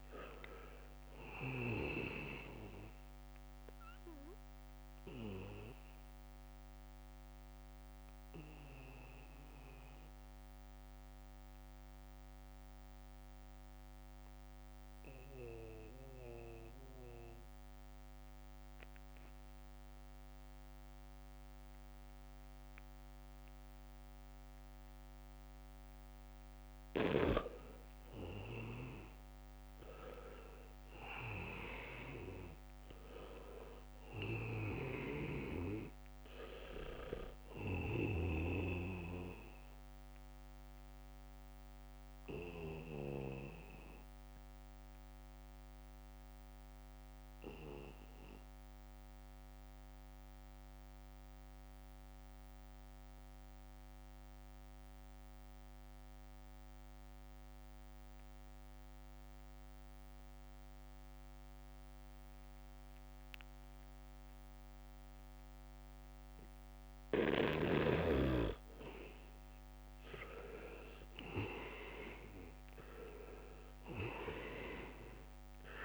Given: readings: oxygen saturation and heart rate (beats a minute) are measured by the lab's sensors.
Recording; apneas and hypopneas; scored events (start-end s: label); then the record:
breathing in sleep by a microphone on the trachea; 2
0.00-18.00 s: oxygen desaturation (device-marked, oxygen 87% lowest, heart rate 69 extreme)
0.50-1.00 s: leg movement (device-marked)
5.00-27.00 s: obstructive apnea (oxygen 98% before, 83% lowest, heart rate 72 before, 69 extreme, up 0 after)
25.00-54.00 s: oxygen desaturation (device-marked, oxygen 99% before, 85% lowest, heart rate 73 before, 67 extreme)
29.00-33.00 s: arousal
40.50-69.00 s: mixed apnea (oxygen 99% before, 82% lowest, heart rate 73 before, 67 extreme)
63.00-75.85 s: oxygen desaturation (device-marked, oxygen 99% before, 82% lowest, heart rate 73 before, 65 extreme)
70.50-75.00 s: arousal
From the record:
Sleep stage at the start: N2 (light sleep); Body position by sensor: on the back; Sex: male